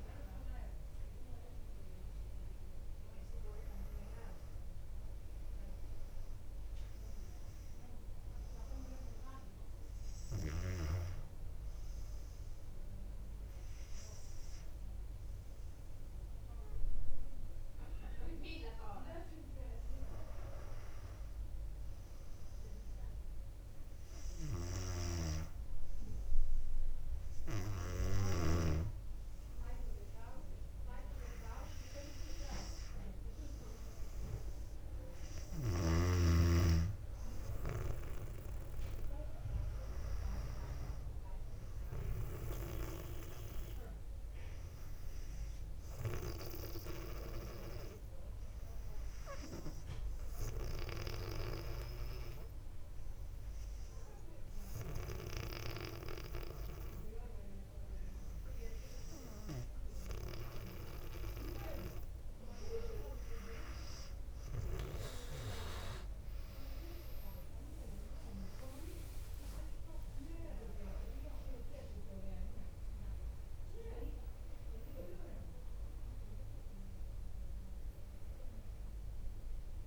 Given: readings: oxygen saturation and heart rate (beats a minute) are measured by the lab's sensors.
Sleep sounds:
breathing in sleep by a room microphone; 2
2.50-17.50 s: oxygen desaturation (device-marked, oxygen 97% before, 94% lowest, heart rate 63 before, 54 extreme)
15.50-32.50 s: hypopnea (oxygen 99% before, 96% lowest, heart rate 60 before, 55 extreme, up 5 after)
36.00-39.50 s: arousal
47.00-62.00 s: obstructive apnea (oxygen 100% before, 96% lowest, heart rate 62 before, 58 extreme, up 7 after)
66.50-72.50 s: arousal
From the record:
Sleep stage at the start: N2 (light sleep); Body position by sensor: on the back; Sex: female

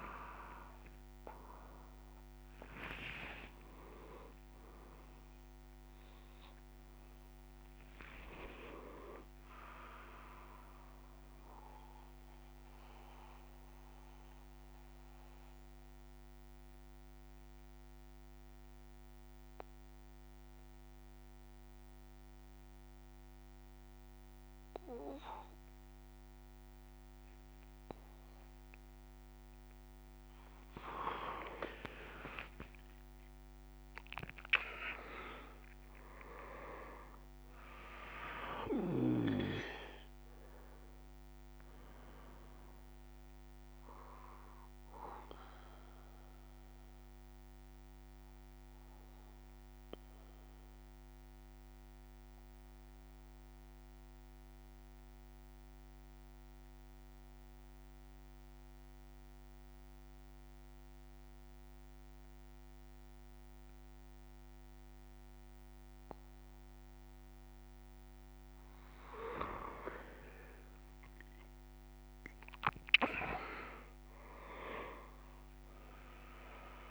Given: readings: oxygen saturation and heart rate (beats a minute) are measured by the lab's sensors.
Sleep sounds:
breathing in sleep by a microphone on the trachea; 2
5.00-18.00 s: oxygen desaturation (device-marked, oxygen 97% before, 94% lowest)
12.50-31.00 s: mixed apnea (oxygen 99% before, 94% lowest)
40.00-58.00 s: oxygen desaturation (device-marked, oxygen 99% before, 94% lowest)
43.50-68.00 s: mixed apnea (oxygen 100% before, 94% lowest)
74.00-76.91 s: oxygen desaturation (device-marked, oxygen 99% before, 94% lowest)
From the record:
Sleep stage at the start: N1 (lightest sleep); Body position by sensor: on the back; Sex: male

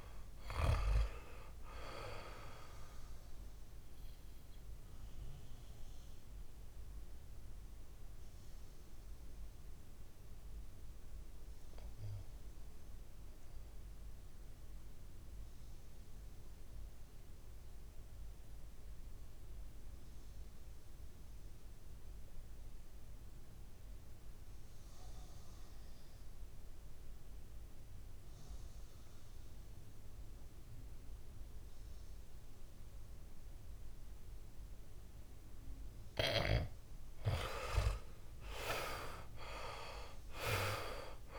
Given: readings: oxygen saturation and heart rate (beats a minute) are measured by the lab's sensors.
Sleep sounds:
breathing in sleep by a room microphone; 1
0.00-23.00 s: oxygen desaturation (device-marked, oxygen 90% lowest, heart rate 58 extreme)
3.50-34.50 s: obstructive apnea (oxygen 99% before, 89% lowest, heart rate 65 before, 56 extreme, up 7 after)
33.00-41.39 s: oxygen desaturation (device-marked, oxygen 99% before, 89% lowest, heart rate 61 before, 54 extreme)
37.00-41.39 s: arousal
From the record:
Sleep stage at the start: N2 (light sleep); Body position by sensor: on the back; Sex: male

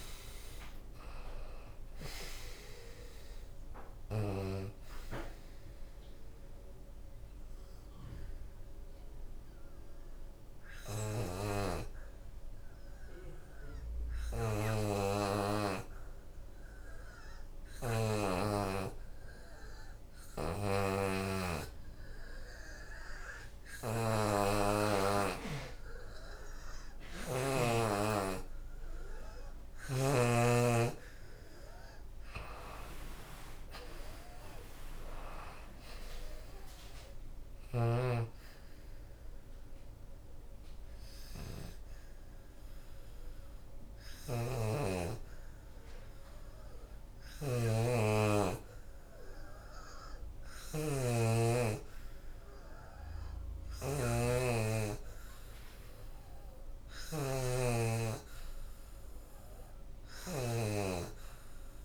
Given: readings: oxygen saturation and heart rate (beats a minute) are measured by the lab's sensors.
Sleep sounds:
breathing in sleep by a room microphone; 2
1.50-15.50 s: oxygen desaturation (device-marked, oxygen 89% before, 84% lowest, heart rate 79 before, 61 extreme)
5.50-27.50 s: obstructive apnea (oxygen 93% before, 83% lowest, heart rate 81 before, 61 extreme, up 19 after)
23.50-48.50 s: oxygen desaturation (device-marked, oxygen 92% before, 84% lowest, heart rate 75 before, 69 extreme)
30.00-34.00 s: arousal
38.00-52.50 s: obstructive apnea (oxygen 92% before, 83% lowest, heart rate 80 before, 69 extreme, up 16 after)
54.50-58.50 s: arousal
54.50-61.85 s: oxygen desaturation (device-marked, oxygen 92% before, 83% lowest, heart rate 80 before, 71 extreme)
From the record:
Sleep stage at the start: N2 (light sleep); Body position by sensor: on the back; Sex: female

